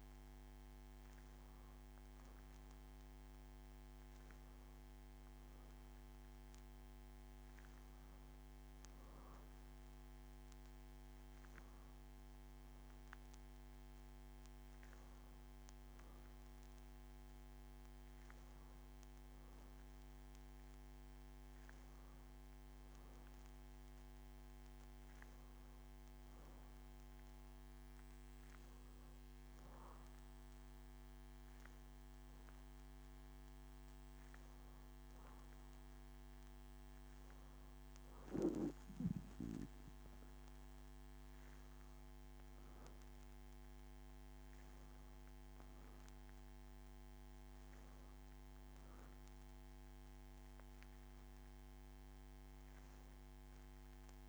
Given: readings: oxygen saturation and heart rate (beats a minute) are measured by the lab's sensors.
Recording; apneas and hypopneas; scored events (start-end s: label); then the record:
breathing in sleep, hard to hear, by a microphone on the trachea; none
40.00-44.50 s: arousal
From the record:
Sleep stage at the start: N2 (light sleep); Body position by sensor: on the back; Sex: female